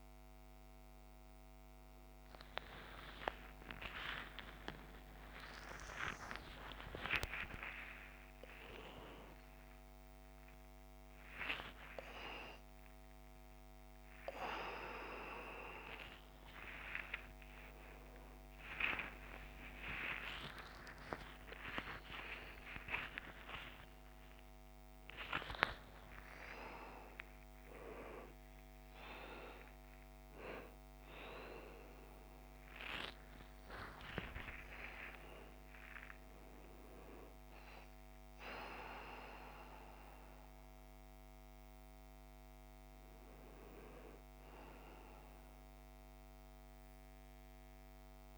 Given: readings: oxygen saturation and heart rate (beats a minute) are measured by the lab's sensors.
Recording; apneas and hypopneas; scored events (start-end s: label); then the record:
a person awake in a sleep study, by a microphone on the trachea; none
none scored
From the record:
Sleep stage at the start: awake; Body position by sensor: on the right side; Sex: male